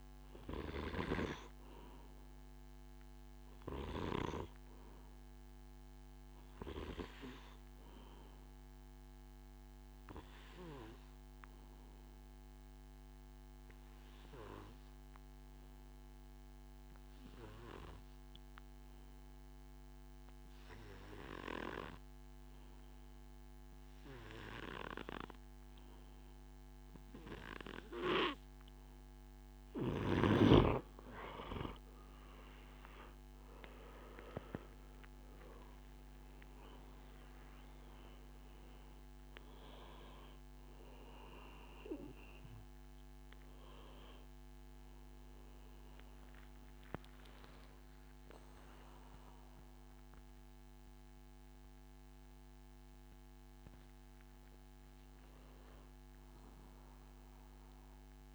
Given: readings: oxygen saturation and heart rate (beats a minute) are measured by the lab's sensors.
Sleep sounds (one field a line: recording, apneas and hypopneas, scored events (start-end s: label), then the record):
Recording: breathing in sleep by a microphone on the trachea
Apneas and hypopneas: 1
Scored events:
0.00-6.50 s: oxygen desaturation (device-marked, oxygen 93% lowest, heart rate 66 extreme)
9.50-29.00 s: obstructive apnea (oxygen 98% before, 89% lowest, heart rate 75 before, 66 extreme, up 17 after)
25.50-46.50 s: oxygen desaturation (device-marked, oxygen 98% before, 90% lowest, heart rate 70 before, 65 extreme)
31.50-34.50 s: arousal
49.50-54.00 s: arousal
From the record:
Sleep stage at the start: N2 (light sleep)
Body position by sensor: on the back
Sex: male